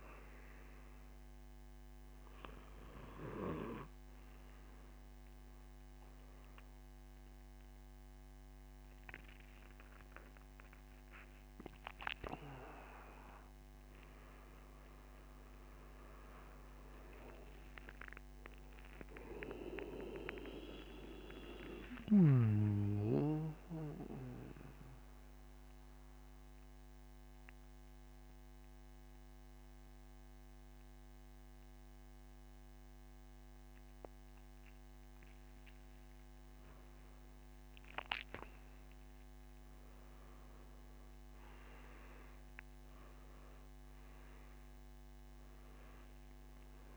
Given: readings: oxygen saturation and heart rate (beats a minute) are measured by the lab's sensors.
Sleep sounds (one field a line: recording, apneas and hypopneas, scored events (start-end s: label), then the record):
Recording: a person awake in a sleep study, by a microphone on the trachea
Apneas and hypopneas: none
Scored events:
none scored
From the record:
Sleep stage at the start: awake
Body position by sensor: on the back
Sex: male